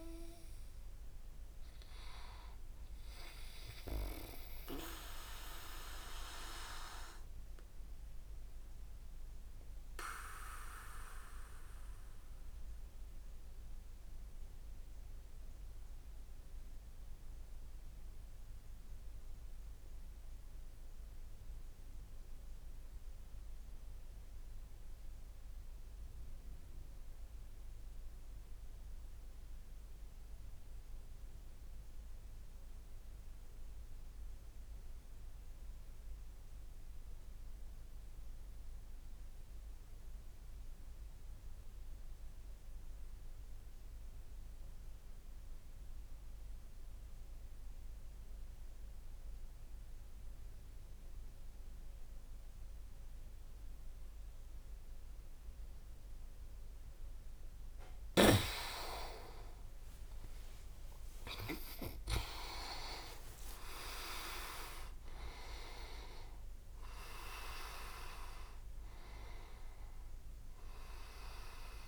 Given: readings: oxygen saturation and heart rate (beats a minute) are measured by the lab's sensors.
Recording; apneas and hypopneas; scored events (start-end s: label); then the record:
breathing in sleep by a room microphone; 1
0.00-2.50 s: oxygen desaturation (device-marked, oxygen 86% lowest, heart rate 45 extreme)
4.50-54.50 s: obstructive apnea (oxygen 94% before, 85% lowest)
7.50-19.50 s: oxygen desaturation (device-marked, oxygen 89% before, 86% lowest, heart rate 64 before, 57 extreme)
42.50-71.88 s: oxygen desaturation (device-marked, oxygen 98% before, 85% lowest)
57.00-61.50 s: arousal
62.00-65.00 s: leg movement (device-marked)
From the record:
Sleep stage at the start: N2 (light sleep); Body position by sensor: on the back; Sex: male